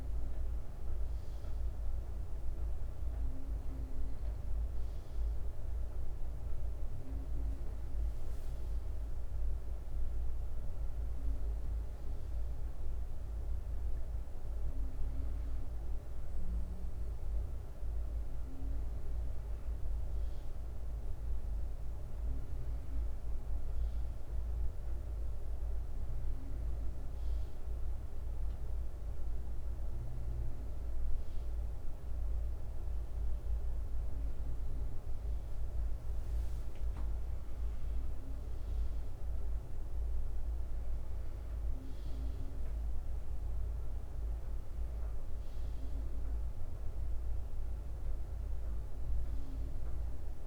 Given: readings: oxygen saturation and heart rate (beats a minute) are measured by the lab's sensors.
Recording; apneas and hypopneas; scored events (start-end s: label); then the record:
breathing in sleep, hard to hear, by a room microphone; none
1.00-6.00 s: bradycardia (device-marked, heart rate 66 before, 59 extreme)
15.50-20.50 s: arousal
26.00-29.00 s: bradycardia (device-marked, heart rate 66 before, 57 extreme)
30.00-32.00 s: bradycardia (device-marked, heart rate 66 before, 53 extreme)
41.00-50.46 s: bradycardia (device-marked, heart rate 66 before, 47 extreme)
From the record:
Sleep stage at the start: N2 (light sleep); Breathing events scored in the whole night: 228 in 4.2 hours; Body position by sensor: on the front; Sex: male